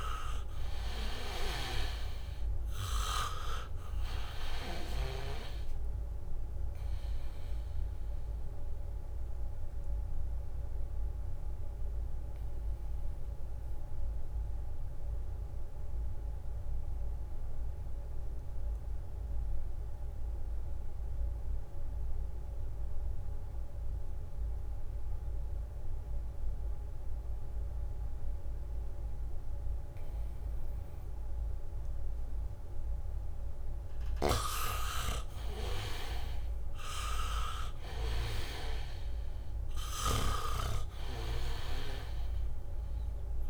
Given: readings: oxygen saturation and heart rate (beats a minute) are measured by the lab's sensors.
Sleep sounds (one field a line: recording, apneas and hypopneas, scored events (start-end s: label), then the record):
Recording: breathing in sleep by a room microphone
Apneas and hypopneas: 1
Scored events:
0.00-3.50 s: arousal
0.00-21.00 s: oxygen desaturation (device-marked, oxygen 76% lowest, heart rate 63 extreme)
8.00-34.00 s: mixed apnea (oxygen 99% before, 76% lowest, heart rate 71 before, 63 extreme, up 6 after)
26.50-29.00 s: leg movement (device-marked)
29.00-43.50 s: oxygen desaturation (device-marked, oxygen 99% before, 78% lowest, heart rate 74 before, 63 extreme)
34.50-40.50 s: snoring (device-marked)
36.50-40.00 s: arousal
From the record:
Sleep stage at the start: N2 (light sleep)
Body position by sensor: on the back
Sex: male